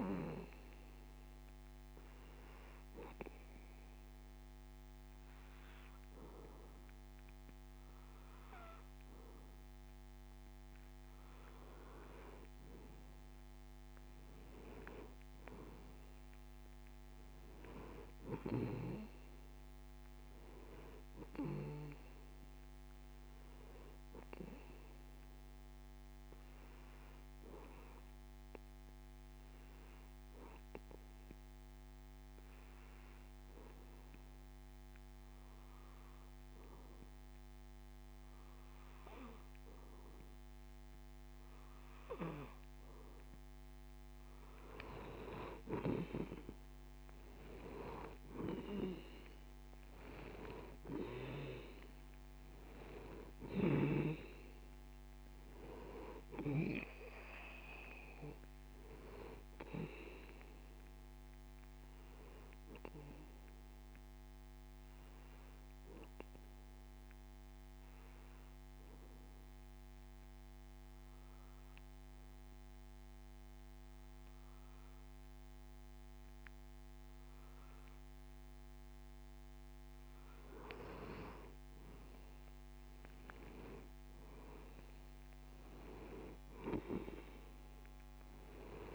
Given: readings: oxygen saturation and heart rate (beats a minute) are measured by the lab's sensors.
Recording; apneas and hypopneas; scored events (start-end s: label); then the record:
breathing in sleep by a microphone on the trachea; 3
2.00-13.00 s: obstructive apnea (oxygen 97% before, 92% lowest)
15.00-18.50 s: arousal
28.50-43.50 s: obstructive apnea (oxygen 95% before, 92% lowest)
46.00-60.00 s: oxygen desaturation (device-marked, oxygen 95% before, 92% lowest)
47.00-51.50 s: arousal
64.50-79.50 s: obstructive apnea (oxygen 95% before, 92% lowest)
83.00-87.00 s: arousal
From the record:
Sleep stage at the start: N2 (light sleep); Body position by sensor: on the back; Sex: male